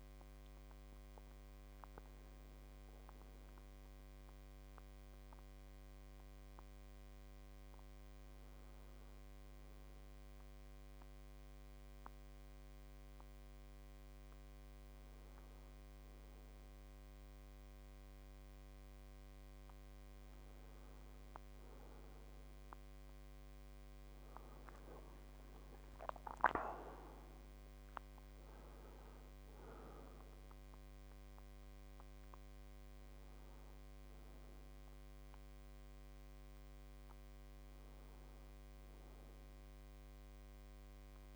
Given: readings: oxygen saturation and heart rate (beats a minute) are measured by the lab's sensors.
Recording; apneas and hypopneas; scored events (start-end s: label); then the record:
a person partly awake in a sleep study, by a microphone on the trachea; 1
0.50-18.00 s: hypopnea (oxygen 99% before, 91% lowest, heart rate 77 before, 53 extreme, up 7 after)
0.50-30.50 s: new sleep stage, N1 (lightest sleep)
19.50-40.50 s: oxygen desaturation (device-marked, oxygen 99% before, 91% lowest, heart rate 61 before, 55 extreme)
21.00-24.50 s: arousal
30.50-41.36 s: new sleep stage, N2 (light sleep)
From the record:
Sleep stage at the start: awake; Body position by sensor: on the right side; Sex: male